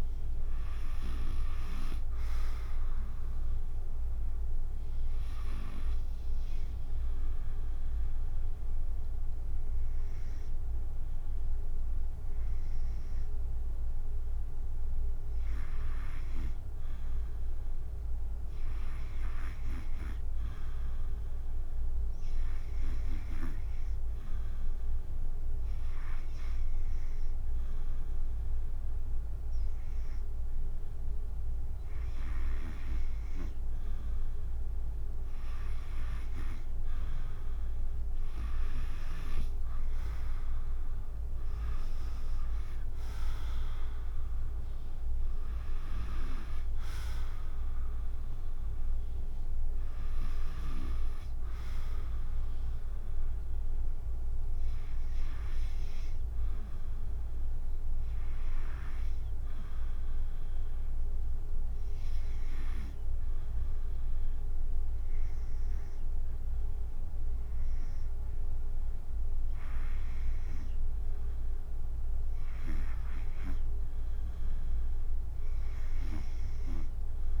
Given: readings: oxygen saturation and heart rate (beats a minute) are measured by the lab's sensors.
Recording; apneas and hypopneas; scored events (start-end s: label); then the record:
breathing in sleep by a room microphone; 2
0.00-5.50 s: drop in pulse transit time (device-marked, heart rate 66 extreme)
19.50-26.50 s: drop in pulse transit time (device-marked, heart rate 68 before, 70 extreme)
23.00-34.50 s: hypopnea (oxygen 96% before, 91% lowest, heart rate 69 before, 64 extreme, up 17 after)
39.50-44.50 s: arousal
39.50-52.50 s: drop in pulse transit time (device-marked, heart rate 69 before, 72 extreme)
40.50-63.50 s: oxygen desaturation (device-marked, oxygen 94% before, 91% lowest, heart rate 69 before, 65 extreme)
60.50-77.40 s: new sleep stage, REM sleep
61.50-73.00 s: hypopnea (oxygen 96% before, 93% lowest, heart rate 76 before, 65 extreme, up 4 after)
From the record:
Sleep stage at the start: N2 (light sleep); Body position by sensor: on the back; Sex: female